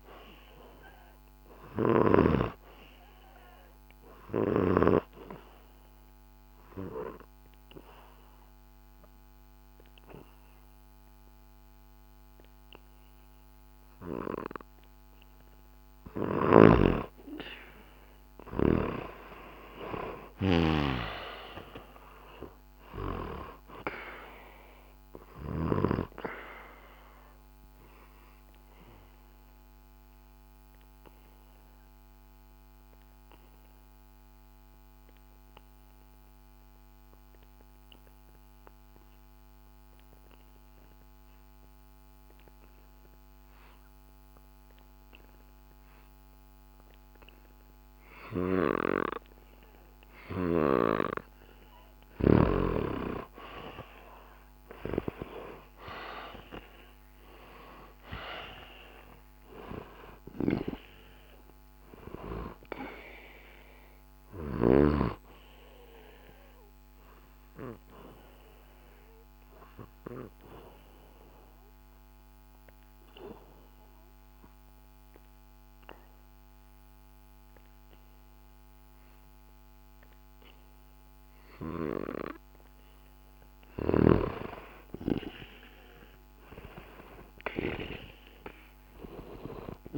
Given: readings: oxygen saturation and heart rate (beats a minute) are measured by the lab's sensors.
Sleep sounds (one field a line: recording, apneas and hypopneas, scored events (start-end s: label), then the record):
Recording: breathing in sleep by a microphone on the trachea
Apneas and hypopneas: 3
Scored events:
3.50-15.00 s: obstructive apnea (oxygen 97% before, 89% lowest, heart rate 66 before, 65 extreme, up 1 after)
16.00-25.50 s: snoring (device-marked)
17.00-21.50 s: arousal
26.00-33.00 s: oxygen desaturation (device-marked, oxygen 94% before, 91% lowest, heart rate 66 before, 64 extreme)
27.50-52.00 s: obstructive apnea (oxygen 97% before, 89% lowest, heart rate 66 before, 64 extreme, up 1 after)
53.50-58.50 s: arousal
57.00-79.00 s: oxygen desaturation (device-marked, oxygen 97% before, 89% lowest, heart rate 66 before, 66 extreme)
65.50-81.50 s: obstructive apnea (oxygen 97% before, 89% lowest, heart rate 66 before, 66 extreme, up 1 after)
85.50-89.97 s: arousal
From the record:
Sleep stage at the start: N2 (light sleep)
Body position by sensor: on the back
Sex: male